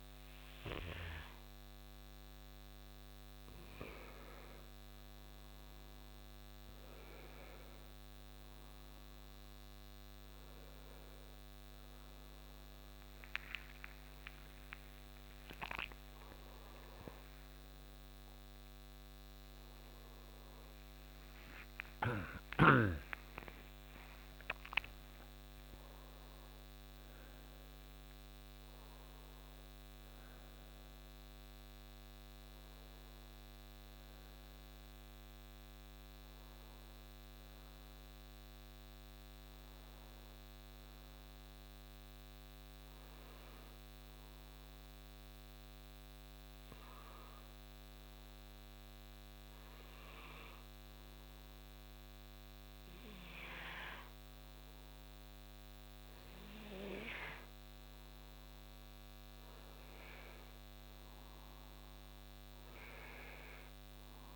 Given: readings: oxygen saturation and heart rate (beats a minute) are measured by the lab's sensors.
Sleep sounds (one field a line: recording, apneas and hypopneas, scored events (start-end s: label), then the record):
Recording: breathing in sleep by a microphone on the trachea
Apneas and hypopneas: 1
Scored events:
5.50-64.36 s: new sleep stage, N1 (lightest sleep)
14.50-22.00 s: arousal
38.00-55.00 s: hypopnea (oxygen 95% before, 91% lowest, heart rate 74 before, 63 extreme, up 5 after)
57.00-61.50 s: arousal
From the record:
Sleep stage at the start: N2 (light sleep)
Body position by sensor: on the right side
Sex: male